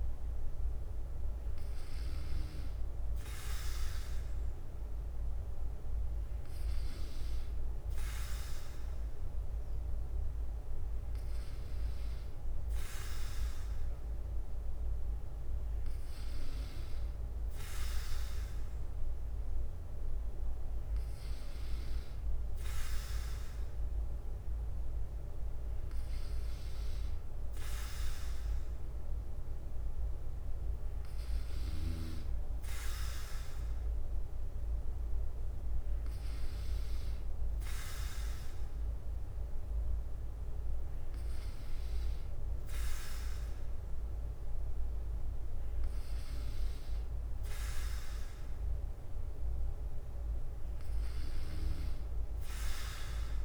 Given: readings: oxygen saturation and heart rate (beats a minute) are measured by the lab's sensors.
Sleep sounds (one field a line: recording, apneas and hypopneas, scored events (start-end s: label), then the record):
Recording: breathing in sleep by a room microphone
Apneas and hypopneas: none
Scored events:
5.00-13.00 s: bradycardia (device-marked, heart rate 58 before, 58 extreme)
14.00-53.45 s: bradycardia (device-marked, heart rate 58 before, 57 extreme)
From the record:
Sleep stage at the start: N2 (light sleep)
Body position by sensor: on the back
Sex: male